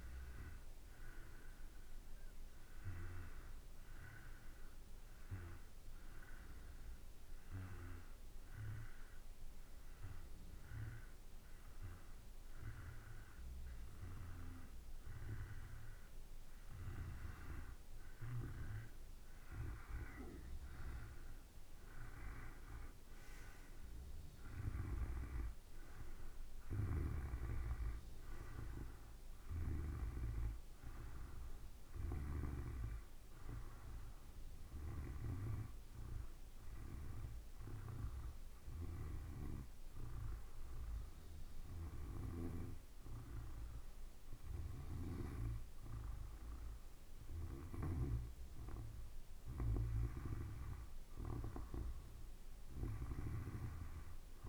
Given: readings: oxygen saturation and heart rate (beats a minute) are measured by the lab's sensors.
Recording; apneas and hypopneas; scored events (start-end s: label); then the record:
breathing in sleep by a room microphone; 2
1.00-16.00 s: hypopnea (oxygen 94% before, 91% lowest, heart rate 55 before, 51 extreme, up 4 after)
20.50-24.50 s: arousal
24.00-43.00 s: oxygen desaturation (device-marked, oxygen 95% before, 91% lowest, heart rate 53 before, 53 extreme)
36.50-50.00 s: hypopnea (oxygen 95% before, 90% lowest, heart rate 55 before, 52 extreme, up 2 after)
51.50-54.49 s: arousal
From the record:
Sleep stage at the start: N2 (light sleep); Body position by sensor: on the back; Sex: male